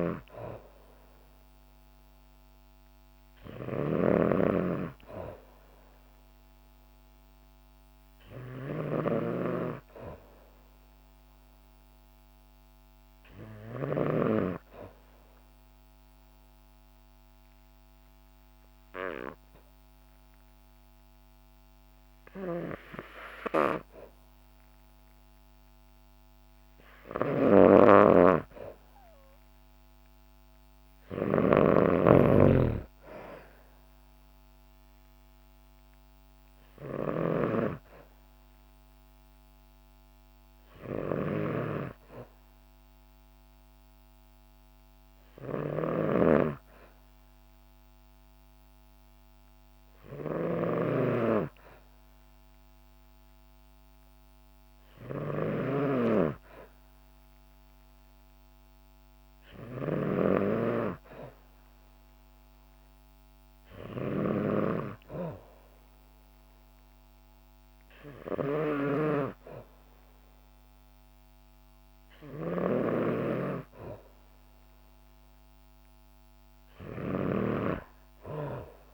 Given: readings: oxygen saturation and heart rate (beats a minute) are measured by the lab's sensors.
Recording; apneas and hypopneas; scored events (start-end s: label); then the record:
breathing in sleep by a microphone on the trachea; 1
0.00-3.00 s: arousal
0.00-14.00 s: snoring (device-marked)
6.50-23.50 s: hypopnea (oxygen 95% before, 93% lowest, heart rate 64 before, 59 extreme, up 0 after)
25.00-27.50 s: arousal
27.00-78.94 s: snoring (device-marked)
32.00-43.00 s: oxygen desaturation (device-marked, oxygen 96% before, 93% lowest, heart rate 62 before, 59 extreme)
From the record:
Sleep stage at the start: N2 (light sleep); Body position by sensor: on the back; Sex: female